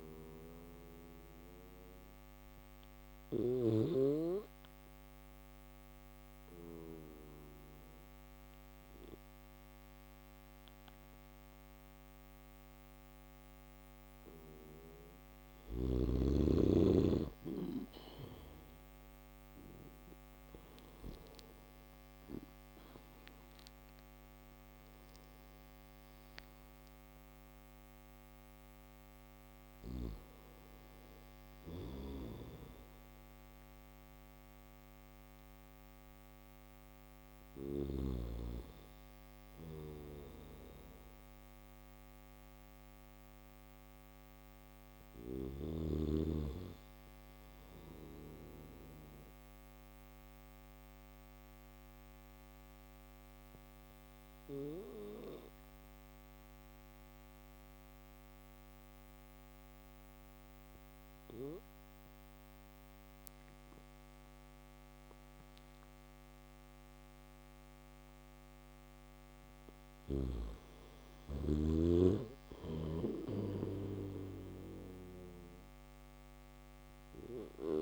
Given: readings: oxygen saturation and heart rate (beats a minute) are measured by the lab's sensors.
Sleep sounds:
breathing in sleep by a microphone on the trachea; none
0.00-2.50 s: snoring (device-marked)
31.00-37.00 s: snoring (device-marked)
From the record:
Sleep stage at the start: N3 (deep sleep); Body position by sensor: on the back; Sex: male

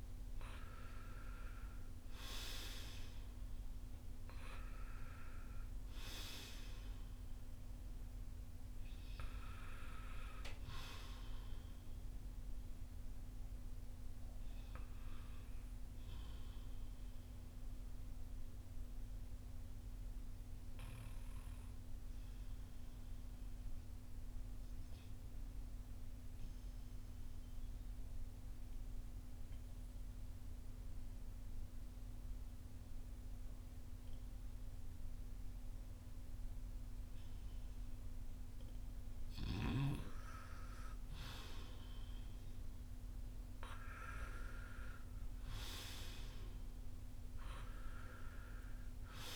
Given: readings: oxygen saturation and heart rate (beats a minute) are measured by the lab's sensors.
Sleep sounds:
breathing in sleep by a room microphone; 1
2.00-32.00 s: oxygen desaturation (device-marked, oxygen 96% before, 89% lowest, heart rate 49 before, 39 extreme)
18.00-39.50 s: obstructive apnea (oxygen 96% before, 89% lowest, heart rate 54 before, 39 extreme, up 11 after)
41.00-44.50 s: arousal
47.00-49.36 s: oxygen desaturation (device-marked, oxygen 97% before, 91% lowest, heart rate 48 before, 31 extreme)
From the record:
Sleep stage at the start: N2 (light sleep); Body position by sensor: on the front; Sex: male

